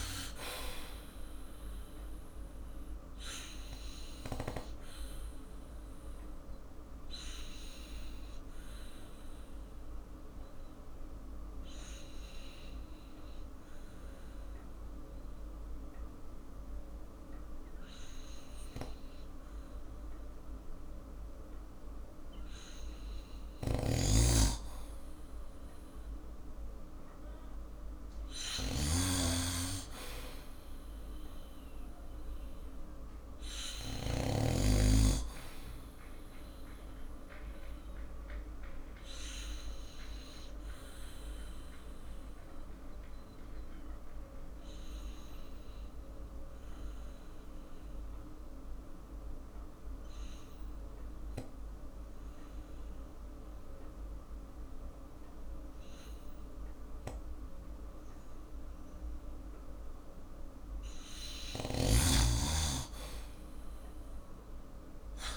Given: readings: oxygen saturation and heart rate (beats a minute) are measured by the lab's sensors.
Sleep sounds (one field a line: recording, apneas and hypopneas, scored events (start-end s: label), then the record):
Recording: breathing in sleep by a room microphone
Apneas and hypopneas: 2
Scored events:
0.00-4.50 s: snoring (device-marked)
3.00-23.00 s: obstructive apnea (oxygen 99% before, 92% lowest, heart rate 54 before, 50 extreme, up 4 after)
18.00-34.00 s: oxygen desaturation (device-marked, oxygen 98% before, 92% lowest, heart rate 54 before, 52 extreme)
23.50-34.50 s: snoring (device-marked)
26.00-29.00 s: arousal
37.50-60.00 s: obstructive apnea (oxygen 98% before, 90% lowest, heart rate 53 before, 46 extreme, up 4 after)
51.00-61.00 s: oxygen desaturation (device-marked, oxygen 97% before, 93% lowest, heart rate 55 before, 46 extreme)
From the record:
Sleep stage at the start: N2 (light sleep)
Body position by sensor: on the back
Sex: male